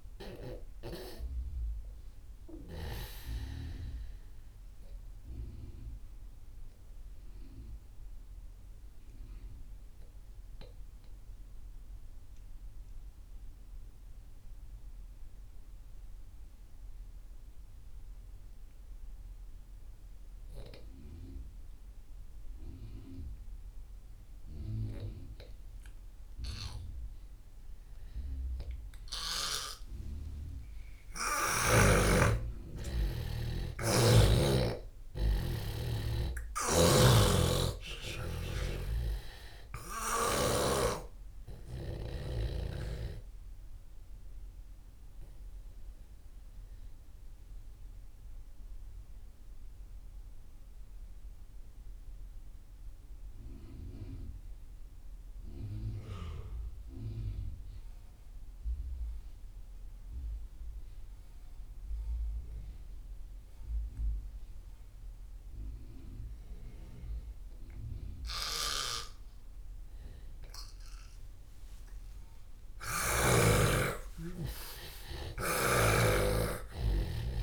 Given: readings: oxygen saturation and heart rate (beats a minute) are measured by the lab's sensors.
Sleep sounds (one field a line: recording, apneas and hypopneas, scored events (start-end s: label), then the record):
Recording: breathing in sleep by a room microphone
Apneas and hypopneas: 2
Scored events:
0.00-20.50 s: oxygen desaturation (device-marked, oxygen 84% lowest)
8.00-30.00 s: obstructive apnea (oxygen 98% before, 84% lowest)
32.00-35.50 s: arousal
34.50-59.50 s: oxygen desaturation (device-marked, oxygen 98% before, 86% lowest)
36.50-40.50 s: snoring (device-marked)
44.50-71.50 s: obstructive apnea (oxygen 98% before, 84% lowest)
68.50-73.50 s: snoring (device-marked)
71.50-77.43 s: oxygen desaturation (device-marked, oxygen 98% before, 84% lowest)
73.50-77.00 s: arousal
75.50-77.43 s: snoring (device-marked)
From the record:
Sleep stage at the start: N2 (light sleep)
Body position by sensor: on the left side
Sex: male